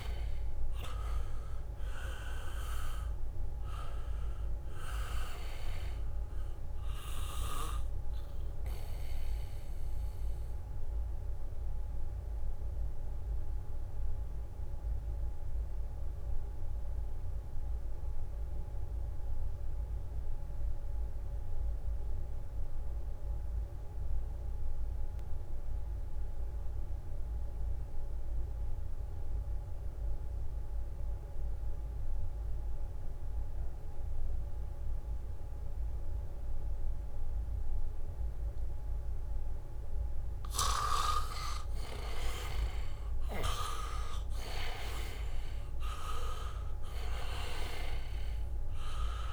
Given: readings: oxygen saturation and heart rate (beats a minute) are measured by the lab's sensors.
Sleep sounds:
breathing in sleep by a room microphone; 1
0.00-1.50 s: arousal
0.00-23.50 s: oxygen desaturation (device-marked, oxygen 79% lowest, heart rate 62 extreme)
9.50-39.50 s: mixed apnea (oxygen 98% before, 79% lowest, heart rate 65 before, 62 extreme, up 1 after)
33.50-49.33 s: oxygen desaturation (device-marked, oxygen 99% before, 79% lowest, heart rate 69 before, 62 extreme)
40.00-48.00 s: leg movement (device-marked)
43.00-47.00 s: arousal
From the record:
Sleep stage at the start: N2 (light sleep); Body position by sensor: on the back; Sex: male

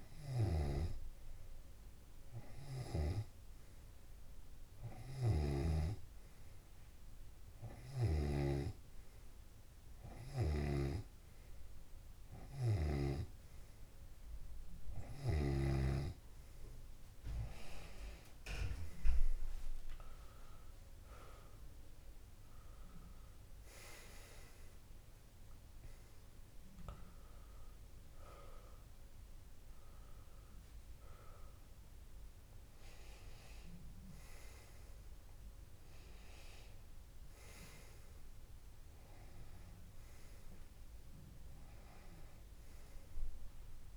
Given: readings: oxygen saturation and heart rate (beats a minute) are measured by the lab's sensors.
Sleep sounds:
breathing in sleep by a room microphone; 1
0.00-2.00 s: long interval between heartbeats (device-marked, heart rate 37 before, 158 extreme)
0.00-3.50 s: tachycardia (device-marked, heart rate 170 extreme)
0.50-14.00 s: hypopnea (oxygen 98% before, 94% lowest)
1.00-6.50 s: snoring (device-marked)
2.00-4.00 s: long interval between heartbeats (device-marked, heart rate 52 before, 143 extreme)
7.00-9.00 s: long interval between heartbeats (device-marked)
21.00-25.50 s: arousal
From the record:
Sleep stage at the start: N2 (light sleep); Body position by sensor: on the left side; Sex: male

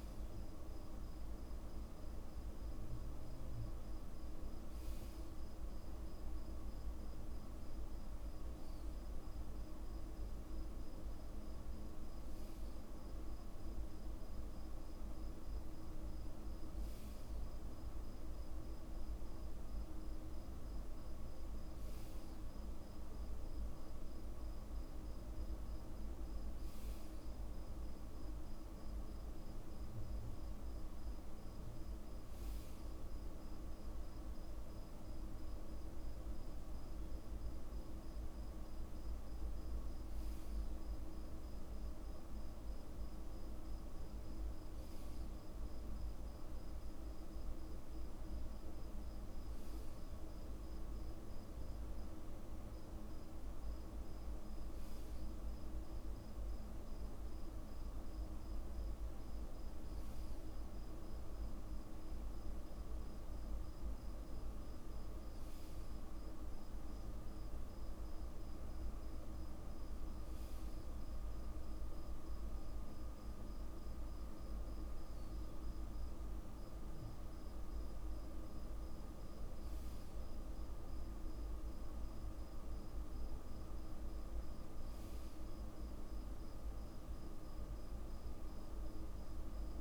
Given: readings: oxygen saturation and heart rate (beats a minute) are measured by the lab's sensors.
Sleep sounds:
breathing in sleep, hard to hear, by a room microphone; none
none scored
From the record:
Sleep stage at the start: REM sleep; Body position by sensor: on the back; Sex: male

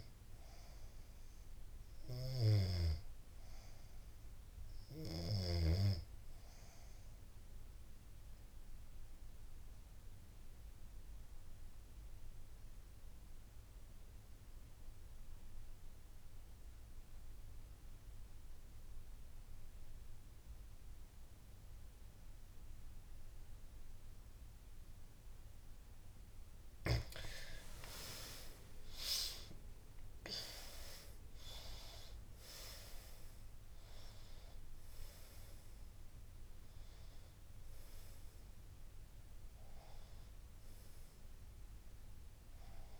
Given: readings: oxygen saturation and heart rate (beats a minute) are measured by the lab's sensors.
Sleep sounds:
breathing in sleep by a room microphone; 1
0.00-2.00 s: arousal
5.50-25.00 s: obstructive apnea (oxygen 97% before, 81% lowest, heart rate 83 before, 69 extreme, up 15 after)
17.50-43.00 s: oxygen desaturation (device-marked, oxygen 96% before, 81% lowest, heart rate 76 before, 72 extreme)
26.00-29.50 s: arousal
From the record:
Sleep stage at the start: REM sleep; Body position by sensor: on the back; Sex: female

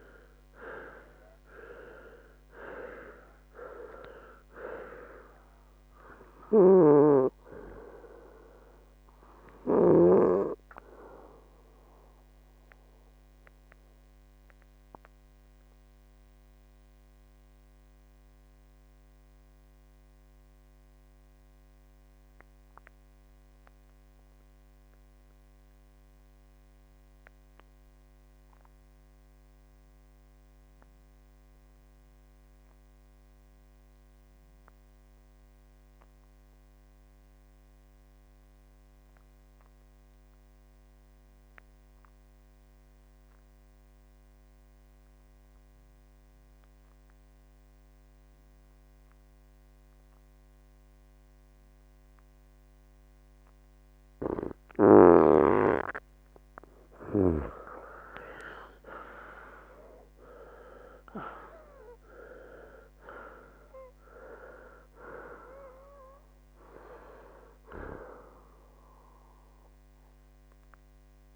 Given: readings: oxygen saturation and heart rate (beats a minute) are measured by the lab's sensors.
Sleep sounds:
breathing in sleep by a microphone on the trachea; 1
0.00-2.50 s: arousal
0.00-29.00 s: oxygen desaturation (device-marked, oxygen 86% lowest, heart rate 58 extreme)
6.50-10.50 s: snoring (device-marked)
13.00-54.50 s: mixed apnea (oxygen 96% before, 83% lowest, heart rate 74 before, 58 extreme, up 20 after)
45.00-71.36 s: oxygen desaturation (device-marked, oxygen 97% before, 83% lowest, heart rate 65 before, 61 extreme)
58.00-61.50 s: arousal
From the record:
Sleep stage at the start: N2 (light sleep); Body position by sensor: on the right side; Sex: male

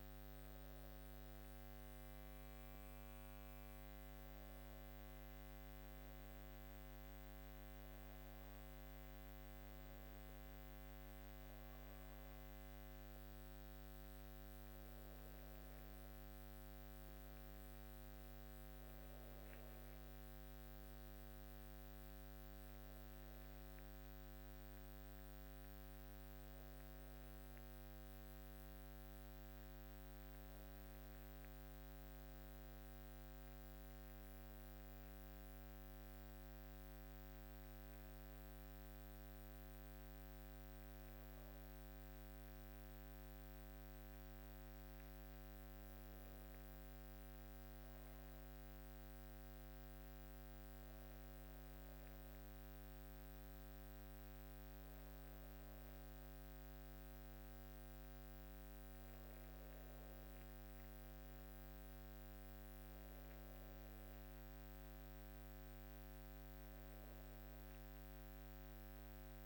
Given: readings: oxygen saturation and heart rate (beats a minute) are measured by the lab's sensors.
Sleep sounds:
breathing in sleep, hard to hear, by a microphone on the trachea; none
44.00-69.46 s: new sleep stage, N2 (light sleep)
From the record:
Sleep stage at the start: N1 (lightest sleep); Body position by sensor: on the back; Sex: female

